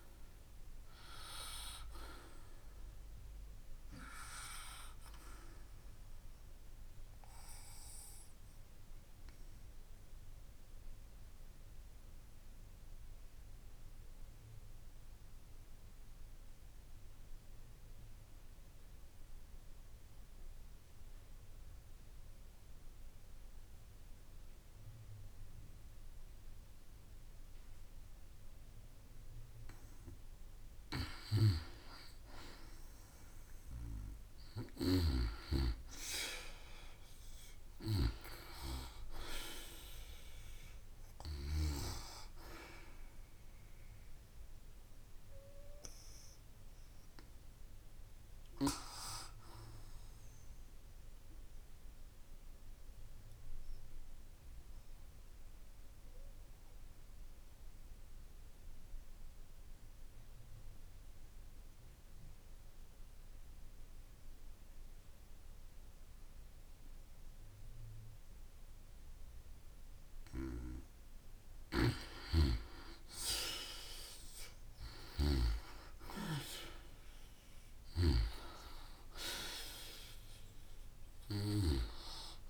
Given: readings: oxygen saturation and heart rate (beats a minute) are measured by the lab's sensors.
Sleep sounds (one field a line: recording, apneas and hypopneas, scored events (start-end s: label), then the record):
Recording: breathing in sleep by a room microphone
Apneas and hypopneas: 2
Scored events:
9.50-29.00 s: obstructive apnea (oxygen 97% before, 89% lowest)
31.50-34.00 s: arousal
31.50-46.50 s: oxygen desaturation (device-marked, oxygen 95% before, 89% lowest)
44.50-48.00 s: arousal
51.00-70.00 s: obstructive apnea (oxygen 95% before, 88% lowest)
72.00-75.50 s: snoring (device-marked)
73.00-77.50 s: arousal
76.50-82.50 s: oxygen desaturation (device-marked, oxygen 97% before, 91% lowest)
From the record:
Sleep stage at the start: N2 (light sleep)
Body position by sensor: on the back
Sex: female